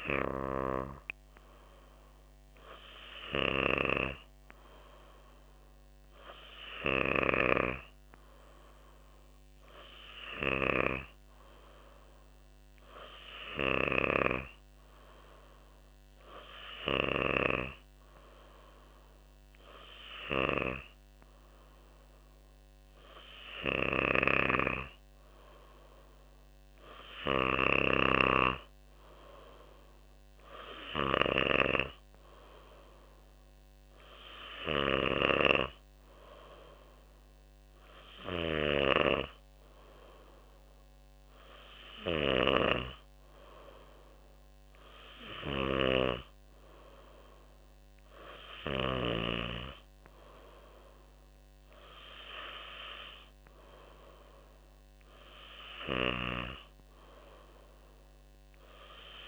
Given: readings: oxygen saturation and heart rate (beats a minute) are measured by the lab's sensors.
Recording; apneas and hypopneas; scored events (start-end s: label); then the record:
breathing in sleep by a microphone on the trachea; none
none scored
From the record:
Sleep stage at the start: N3 (deep sleep); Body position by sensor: on the back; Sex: female